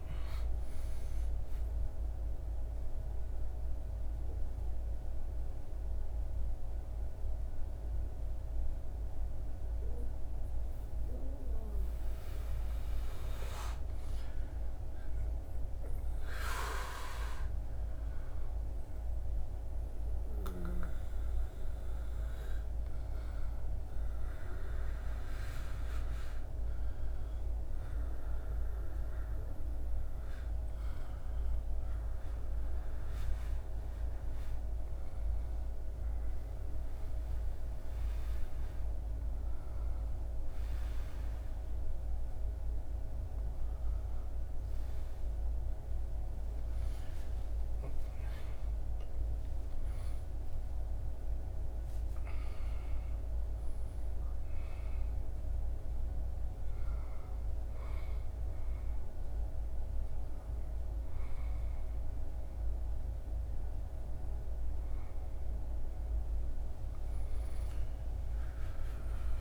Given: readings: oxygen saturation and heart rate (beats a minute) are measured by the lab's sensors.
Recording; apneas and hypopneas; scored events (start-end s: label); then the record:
breathing in sleep, hard to hear, by a room microphone; 2
2.50-13.00 s: mixed apnea (oxygen 92% before, 69% lowest, heart rate 99 before, 83 extreme, up 2 after)
14.50-19.00 s: arousal
35.50-46.50 s: hypopnea (oxygen 100% before, 96% lowest, heart rate 87 before, 83 extreme, up 7 after)
48.50-52.50 s: arousal
66.50-69.41 s: arousal
From the record:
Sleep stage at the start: N2 (light sleep); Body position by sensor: on the back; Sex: male